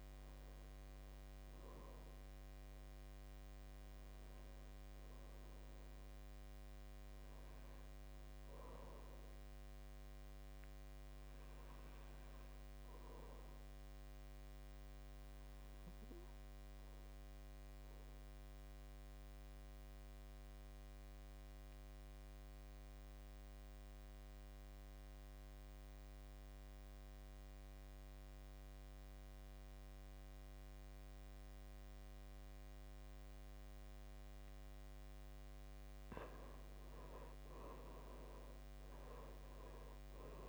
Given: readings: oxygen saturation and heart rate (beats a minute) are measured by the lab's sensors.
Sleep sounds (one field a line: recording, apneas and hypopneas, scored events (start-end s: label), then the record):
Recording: breathing in sleep, hard to hear, by a microphone on the trachea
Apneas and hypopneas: 1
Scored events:
0.00-4.50 s: oxygen desaturation (device-marked, oxygen 75% lowest, heart rate 47 extreme)
6.00-10.00 s: arousal
7.50-9.50 s: long interval between heartbeats (device-marked, heart rate 62 before, 58 extreme)
16.00-35.50 s: obstructive apnea (oxygen 99% before, 84% lowest, heart rate 56 before, 52 extreme, up 13 after)
29.50-40.49 s: oxygen desaturation (device-marked, oxygen 98% before, 84% lowest, heart rate 52 before, 54 extreme)
37.50-40.49 s: arousal
From the record:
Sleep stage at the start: N2 (light sleep)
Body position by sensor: on the back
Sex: male